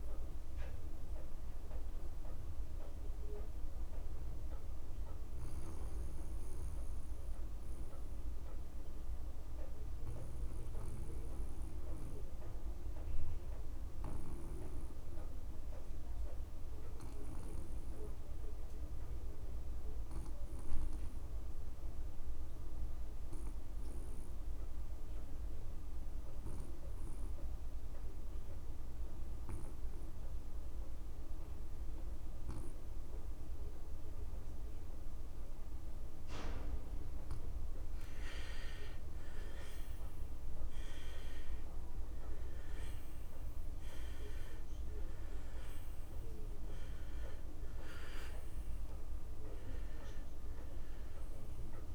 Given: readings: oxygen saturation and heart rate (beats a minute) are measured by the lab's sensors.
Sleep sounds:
breathing in sleep, hard to hear, by a room microphone; 1
0.00-17.00 s: oxygen desaturation (device-marked, oxygen 85% lowest)
4.00-36.00 s: obstructive apnea (oxygen 99% before, 79% lowest)
27.00-51.95 s: oxygen desaturation (device-marked, oxygen 99% before, 79% lowest)
39.00-43.50 s: arousal
From the record:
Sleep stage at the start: N2 (light sleep); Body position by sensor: on the back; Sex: male

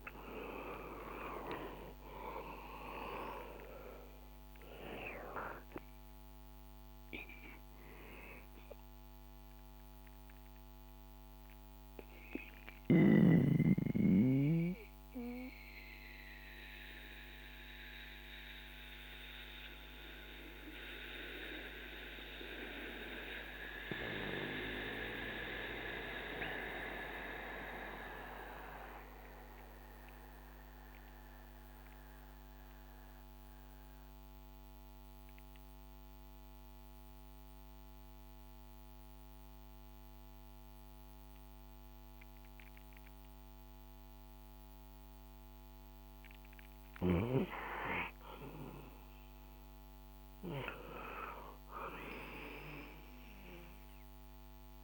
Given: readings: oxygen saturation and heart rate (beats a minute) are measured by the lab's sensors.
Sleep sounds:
breathing in sleep by a microphone on the trachea; 1
0.00-3.00 s: arousal
10.50-45.00 s: central apnea (oxygen 97% before, 88% lowest, heart rate 62 before, 54 extreme, up 10 after)
22.50-33.50 s: oxygen desaturation (device-marked, oxygen 93% before, 88% lowest, heart rate 61 before, 64 extreme)
47.00-51.00 s: arousal
53.50-54.84 s: oxygen desaturation (device-marked, oxygen 98% before, 94% lowest, heart rate 68 before, 64 extreme)
From the record:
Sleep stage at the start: REM sleep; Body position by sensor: on the back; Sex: male

